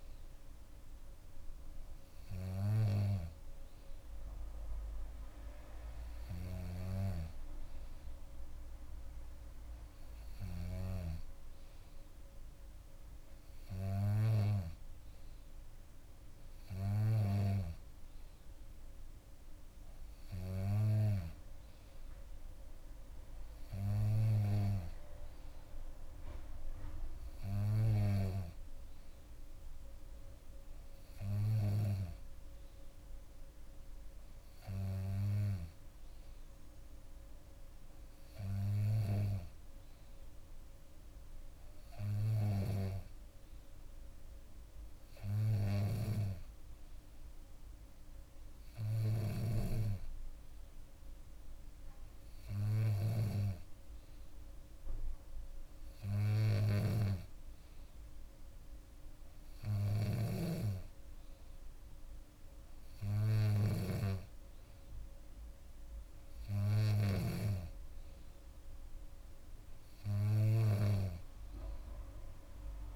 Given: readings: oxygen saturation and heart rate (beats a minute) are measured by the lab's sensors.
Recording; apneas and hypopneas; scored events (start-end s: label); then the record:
breathing in sleep by a room microphone; none
none scored
From the record:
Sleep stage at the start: N2 (light sleep); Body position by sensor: on the back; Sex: female